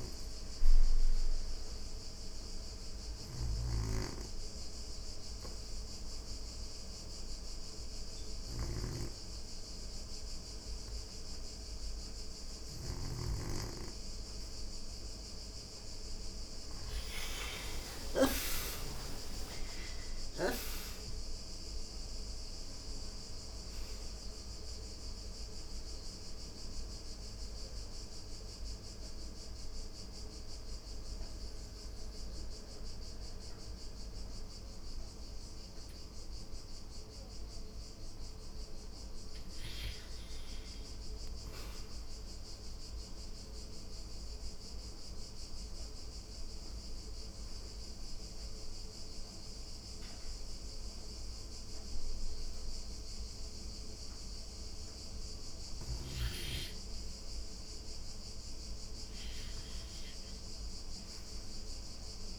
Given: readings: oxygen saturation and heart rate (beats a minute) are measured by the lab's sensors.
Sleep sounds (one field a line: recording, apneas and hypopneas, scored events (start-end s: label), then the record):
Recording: breathing in sleep by a room microphone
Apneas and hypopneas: 3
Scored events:
0.00-10.50 s: oxygen desaturation (device-marked, oxygen 78% lowest, heart rate 87 extreme)
0.00-17.50 s: snoring (device-marked)
1.50-12.50 s: hypopnea (oxygen 91% before, 78% lowest, heart rate 88 before, 92 extreme, up 6 after)
14.50-19.00 s: arousal
15.50-34.50 s: oxygen desaturation (device-marked, oxygen 88% before, 80% lowest, heart rate 90 before, 88 extreme)
23.50-38.00 s: mixed apnea (oxygen 88% before, 80% lowest, heart rate 93 before, 87 extreme, up 0 after)
39.00-41.00 s: arousal
43.50-56.00 s: mixed apnea (oxygen 100% before, 79% lowest, heart rate 94 before, 87 extreme, up 0 after)
44.50-53.50 s: oxygen desaturation (device-marked, oxygen 100% before, 86% lowest, heart rate 94 before, 87 extreme)
From the record:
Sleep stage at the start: REM sleep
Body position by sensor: on the back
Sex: female